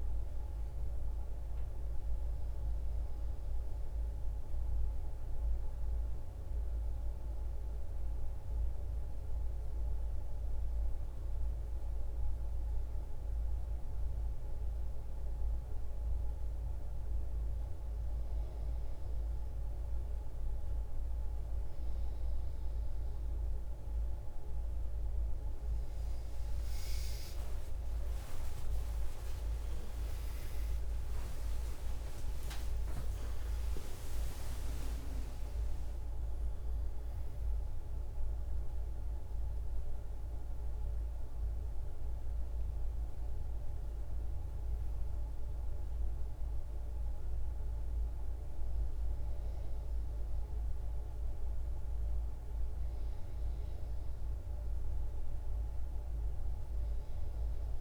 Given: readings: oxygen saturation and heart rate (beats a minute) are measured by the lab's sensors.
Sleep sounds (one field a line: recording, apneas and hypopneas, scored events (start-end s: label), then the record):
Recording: a person awake in a sleep study, hard to hear, by a room microphone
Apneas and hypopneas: none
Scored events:
none scored
From the record:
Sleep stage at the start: awake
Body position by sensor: on the back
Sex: female